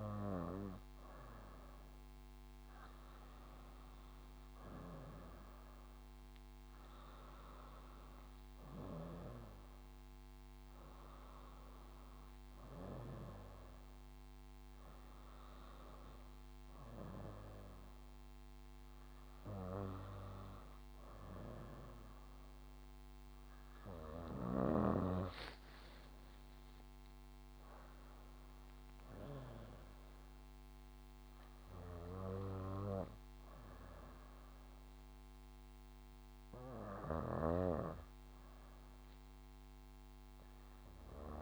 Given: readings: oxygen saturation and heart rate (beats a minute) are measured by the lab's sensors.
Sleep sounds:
breathing in sleep by a microphone on the trachea; none
2.00-18.00 s: oxygen desaturation (device-marked, oxygen 95% before, 91% lowest, heart rate 73 before, 58 extreme)
9.00-13.50 s: snoring (device-marked)
25.50-29.50 s: arousal
32.00-41.42 s: snoring (device-marked)
From the record:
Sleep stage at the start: N2 (light sleep); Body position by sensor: on the back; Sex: female

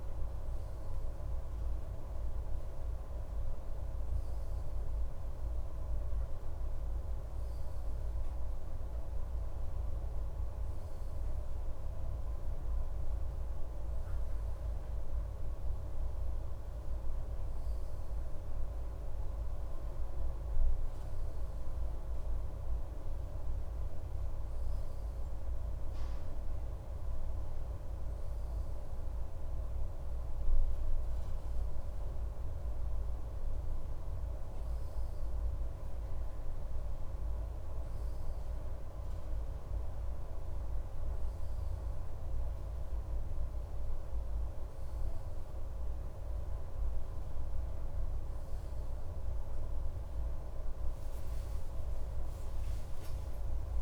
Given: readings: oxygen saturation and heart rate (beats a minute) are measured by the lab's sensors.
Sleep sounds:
a person awake in a sleep study, hard to hear, by a room microphone; none
none scored
From the record:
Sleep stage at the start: awake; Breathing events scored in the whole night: 182 in 5.9 hours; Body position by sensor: on the left side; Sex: male

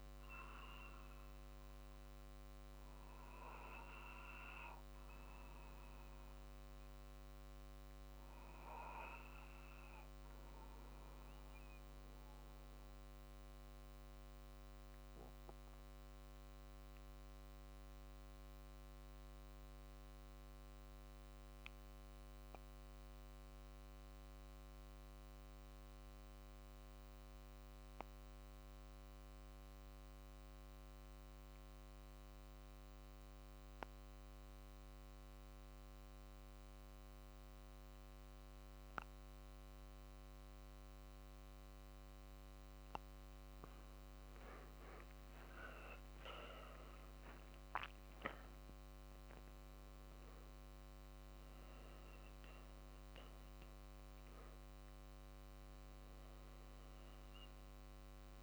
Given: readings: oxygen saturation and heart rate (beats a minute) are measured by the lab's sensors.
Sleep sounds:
breathing in sleep by a microphone on the trachea; 1
11.00-40.00 s: obstructive apnea (oxygen 98% before, 89% lowest, heart rate 49 before, 47 extreme, up 3 after)
43.00-47.00 s: arousal
44.50-58.43 s: drop in pulse transit time (device-marked, heart rate 48 before, 49 extreme)
53.00-55.00 s: long interval between heartbeats (device-marked, heart rate 49 before, 57 extreme)
From the record:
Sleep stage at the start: N2 (light sleep); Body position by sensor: on the back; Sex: male

